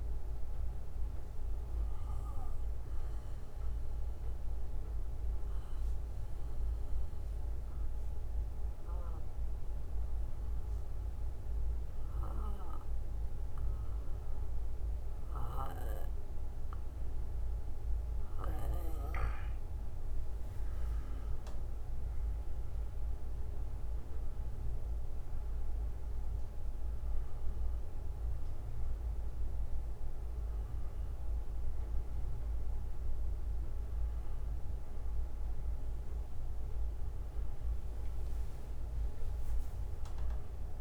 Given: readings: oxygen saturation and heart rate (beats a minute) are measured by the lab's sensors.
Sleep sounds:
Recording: breathing in sleep by a room microphone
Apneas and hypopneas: 1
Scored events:
0.00-9.00 s: bradycardia (device-marked, heart rate 49 extreme)
3.00-20.00 s: obstructive apnea (oxygen 98% before, 90% lowest, heart rate 55 before, 53 extreme, up 15 after)
20.00-40.81 s: oxygen desaturation (device-marked, oxygen 98% before, 90% lowest, heart rate 59 before, 50 extreme)
23.00-26.50 s: arousal
From the record:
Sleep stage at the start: N2 (light sleep)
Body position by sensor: on the back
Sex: male

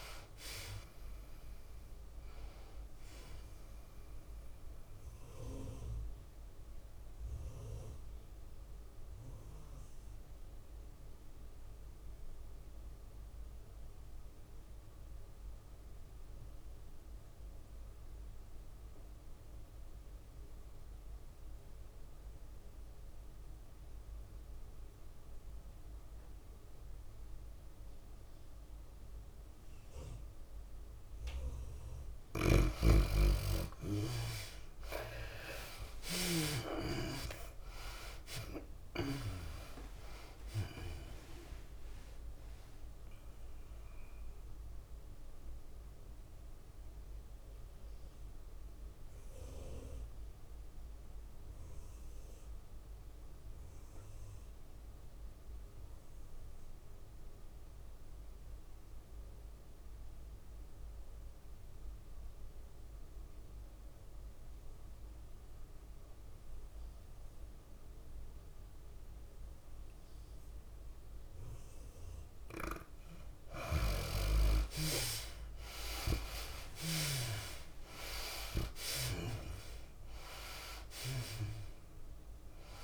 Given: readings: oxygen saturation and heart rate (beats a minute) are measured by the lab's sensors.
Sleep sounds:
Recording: breathing in sleep by a room microphone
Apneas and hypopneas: 2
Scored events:
0.00-11.00 s: drop in pulse transit time (device-marked, heart rate 104 extreme)
0.00-11.00 s: tachycardia (device-marked, heart rate 107 extreme)
0.00-20.00 s: oxygen desaturation (device-marked, oxygen 78% lowest, heart rate 92 extreme)
5.50-32.00 s: mixed apnea (oxygen 97% before, 72% lowest, heart rate 100 before, 92 extreme, up 11 after)
28.00-61.00 s: oxygen desaturation (device-marked, oxygen 98% before, 74% lowest, heart rate 98 before, 94 extreme)
35.00-53.00 s: tachycardia (device-marked, heart rate 102 before, 107 extreme)
37.50-41.50 s: arousal
39.00-51.00 s: drop in pulse transit time (device-marked, heart rate 95 before, 103 extreme)
43.50-73.00 s: mixed apnea (oxygen 98% before, 72% lowest, heart rate 96 before, 94 extreme, up 9 after)
66.00-82.84 s: oxygen desaturation (device-marked, oxygen 98% before, 72% lowest, heart rate 101 before, 94 extreme)
76.00-79.50 s: arousal
76.00-82.84 s: tachycardia (device-marked, heart rate 101 before, 107 extreme)
78.00-82.84 s: drop in pulse transit time (device-marked, heart rate 96 before, 100 extreme)
From the record:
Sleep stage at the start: N2 (light sleep)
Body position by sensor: on the back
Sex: female

